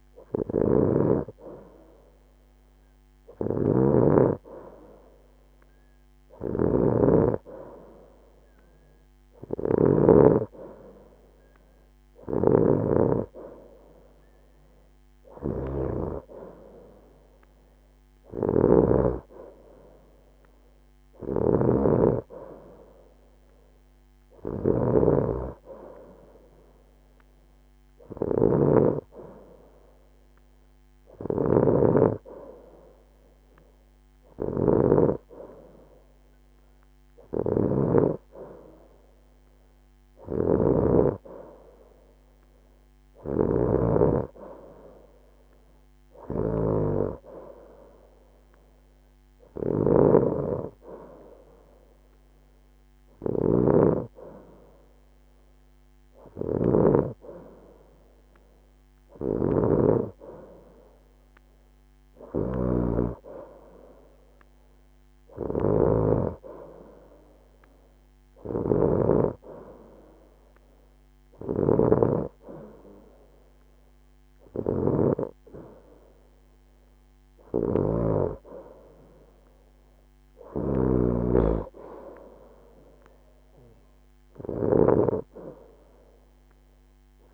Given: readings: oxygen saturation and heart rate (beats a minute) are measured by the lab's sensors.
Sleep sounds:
breathing in sleep by a microphone on the trachea; none
none scored
From the record:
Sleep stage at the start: N2 (light sleep); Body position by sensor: on the right side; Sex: female

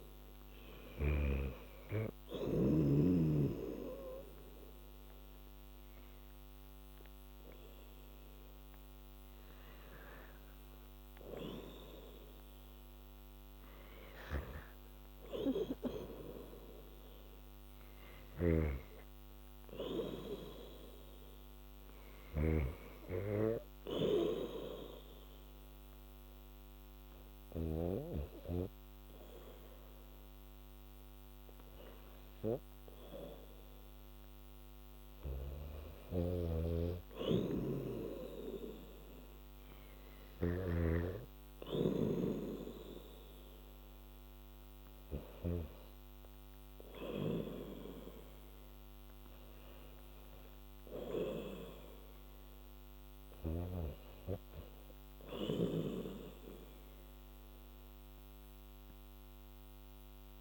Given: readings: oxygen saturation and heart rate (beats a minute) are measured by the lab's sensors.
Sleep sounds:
breathing in sleep by a microphone on the trachea; none
0.00-1.50 s: snoring (device-marked)
18.00-28.00 s: snoring (device-marked)
36.00-41.00 s: snoring (device-marked)
From the record:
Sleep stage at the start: REM sleep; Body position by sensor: on the back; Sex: female

